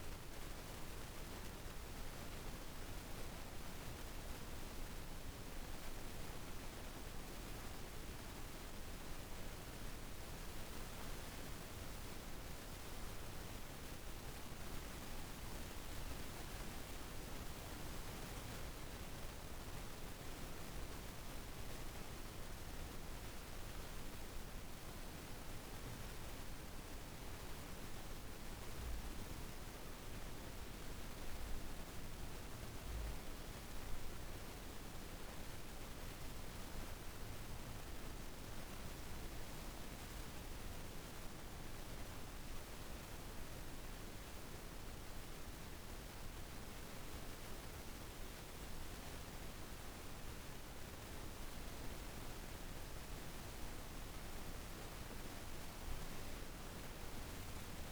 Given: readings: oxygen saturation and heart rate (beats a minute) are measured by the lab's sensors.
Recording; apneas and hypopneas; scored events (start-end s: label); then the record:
breathing in sleep, hard to hear, by a room microphone; 1
8.50-12.00 s: arousal
15.00-28.50 s: hypopnea (oxygen 95% before, 93% lowest, heart rate 57 before, 52 extreme, up 5 after)
31.00-36.00 s: arousal
31.00-45.00 s: oxygen desaturation (device-marked, oxygen 97% before, 93% lowest, heart rate 54 before, 54 extreme)
From the record:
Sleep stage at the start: N2 (light sleep); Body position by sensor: on the back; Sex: female